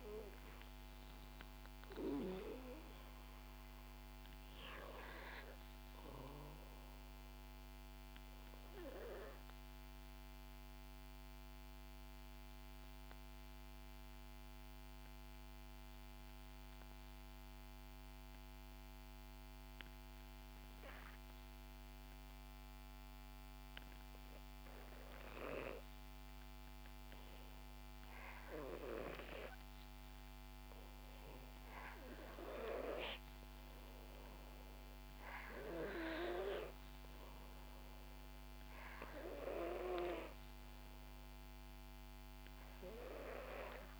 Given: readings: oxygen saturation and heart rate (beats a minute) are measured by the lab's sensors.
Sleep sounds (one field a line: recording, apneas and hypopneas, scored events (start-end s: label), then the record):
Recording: breathing in sleep by a microphone on the trachea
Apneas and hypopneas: 1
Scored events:
0.00-18.00 s: oxygen desaturation (device-marked, oxygen 88% lowest, heart rate 59 extreme)
8.00-26.50 s: obstructive apnea (oxygen 96% before, 88% lowest, heart rate 68 before, 59 extreme, up 10 after)
28.00-31.50 s: arousal
34.00-44.00 s: oxygen desaturation (device-marked, oxygen 96% before, 91% lowest, heart rate 64 before, 63 extreme)
From the record:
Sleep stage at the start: N2 (light sleep)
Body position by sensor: on the back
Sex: female